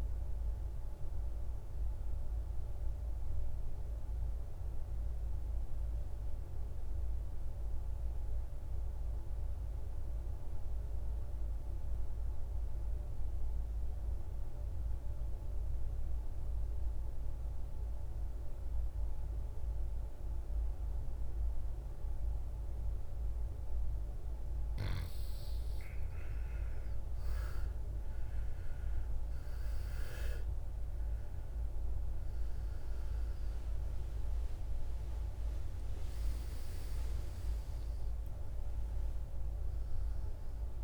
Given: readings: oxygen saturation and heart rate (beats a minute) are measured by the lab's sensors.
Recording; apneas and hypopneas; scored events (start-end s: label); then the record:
breathing in sleep, hard to hear, by a room microphone; 1
0.00-10.50 s: oxygen desaturation (device-marked, oxygen 80% lowest, heart rate 53 extreme)
2.50-23.50 s: mixed apnea (oxygen 97% before, 81% lowest, heart rate 65 before, 54 extreme, up 16 after)
25.50-29.50 s: arousal
26.50-40.84 s: oxygen desaturation (device-marked, oxygen 98% before, 82% lowest, heart rate 56 before, 54 extreme)
From the record:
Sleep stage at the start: N2 (light sleep); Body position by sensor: on the back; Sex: male